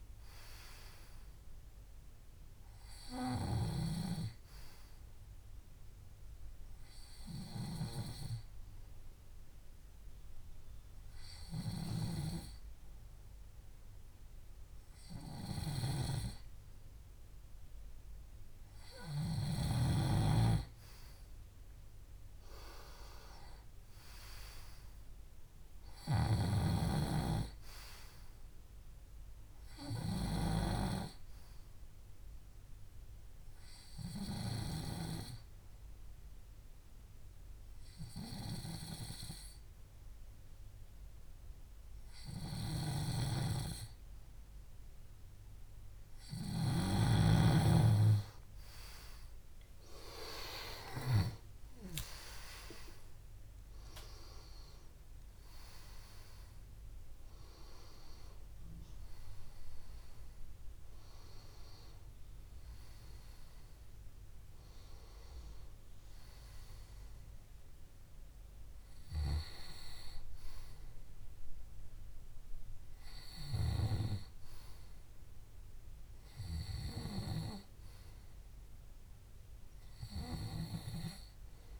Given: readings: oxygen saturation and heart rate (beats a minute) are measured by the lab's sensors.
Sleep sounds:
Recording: breathing in sleep by a room microphone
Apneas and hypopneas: 2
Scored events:
6.00-17.00 s: hypopnea (oxygen 96% before, 93% lowest, heart rate 69 before, 65 extreme, up 4 after)
20.50-25.00 s: arousal
33.00-45.00 s: hypopnea (oxygen 97% before, 94% lowest, heart rate 69 before, 66 extreme, up 14 after)
46.50-51.50 s: snoring (device-marked)
50.00-52.00 s: long interval between heartbeats (device-marked, heart rate 67 before, 77 extreme)
50.00-54.00 s: arousal
From the record:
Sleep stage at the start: N2 (light sleep)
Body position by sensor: on the left side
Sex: male

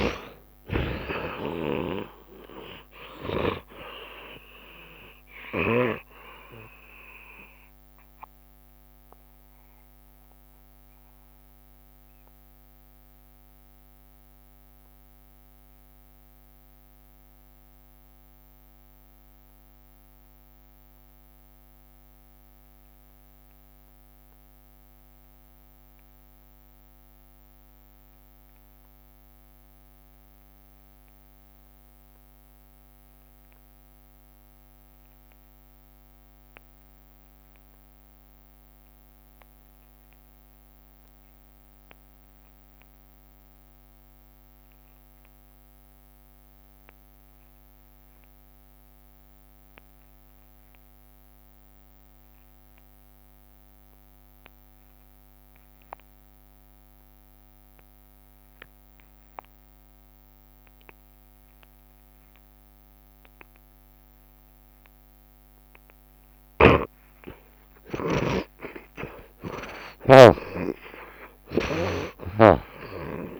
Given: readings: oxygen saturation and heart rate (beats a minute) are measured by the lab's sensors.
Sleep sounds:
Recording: breathing in sleep by a microphone on the trachea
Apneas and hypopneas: 1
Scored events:
0.00-1.50 s: long interval between heartbeats (device-marked, heart rate 127 extreme)
0.00-29.00 s: oxygen desaturation (device-marked, oxygen 65% lowest, heart rate 67 extreme)
10.00-66.50 s: obstructive apnea (oxygen 85% before, 63% lowest, heart rate 98 before, 67 extreme, up 13 after)
31.50-33.50 s: long interval between heartbeats (device-marked, heart rate 70 before, 79 extreme)
34.00-73.40 s: oxygen desaturation (device-marked, oxygen 91% before, 63% lowest, heart rate 70 before, 69 extreme)
38.00-40.00 s: long interval between heartbeats (device-marked, heart rate 75 before, 98 extreme)
42.00-46.00 s: tachycardia (device-marked, heart rate 77 before, 109 extreme)
45.50-47.50 s: long interval between heartbeats (device-marked, heart rate 85 before, 109 extreme)
52.00-54.00 s: long interval between heartbeats (device-marked, heart rate 97 before, 88 extreme)
54.50-56.50 s: long interval between heartbeats (device-marked, heart rate 98 before, 91 extreme)
59.50-61.50 s: long interval between heartbeats (device-marked, heart rate 97 before, 92 extreme)
61.00-63.00 s: tachycardia (device-marked, heart rate 78 before, 93 extreme)
61.50-63.50 s: long interval between heartbeats (device-marked, heart rate 97 before, 90 extreme)
64.50-66.50 s: long interval between heartbeats (device-marked, heart rate 96 before, 103 extreme)
66.50-70.50 s: snoring (device-marked)
68.50-73.40 s: arousal
69.00-71.00 s: long interval between heartbeats (device-marked, heart rate 93 before, 86 extreme)
From the record:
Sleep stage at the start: N2 (light sleep)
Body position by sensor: on the back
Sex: male

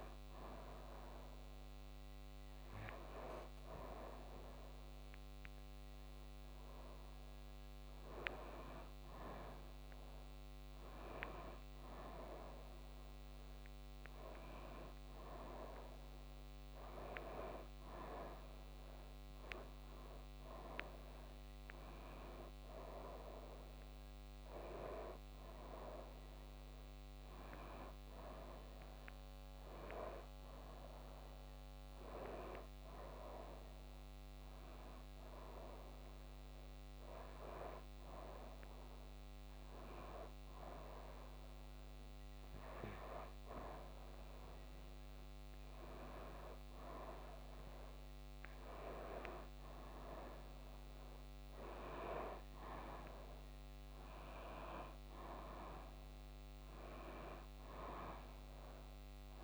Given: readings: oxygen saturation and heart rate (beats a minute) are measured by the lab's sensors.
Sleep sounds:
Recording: breathing in sleep by a microphone on the trachea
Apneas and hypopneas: none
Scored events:
none scored
From the record:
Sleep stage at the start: N2 (light sleep)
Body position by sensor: on the back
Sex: female

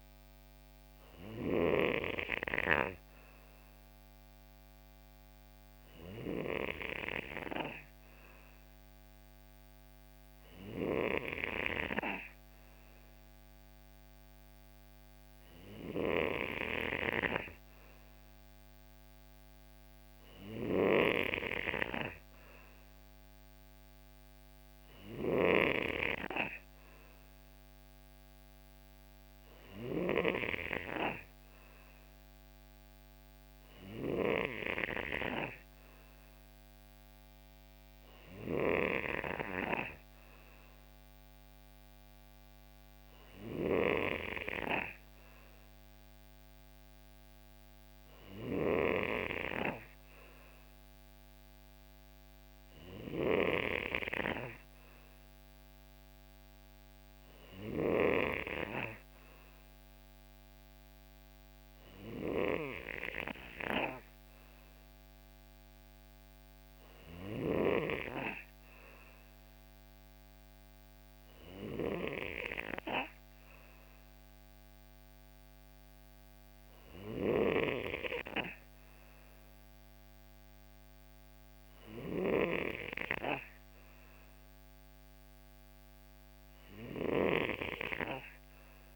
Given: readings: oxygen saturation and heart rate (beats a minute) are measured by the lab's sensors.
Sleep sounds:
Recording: breathing in sleep by a microphone on the trachea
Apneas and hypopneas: none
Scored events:
none scored
From the record:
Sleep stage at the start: N3 (deep sleep)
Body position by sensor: on the right side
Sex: male

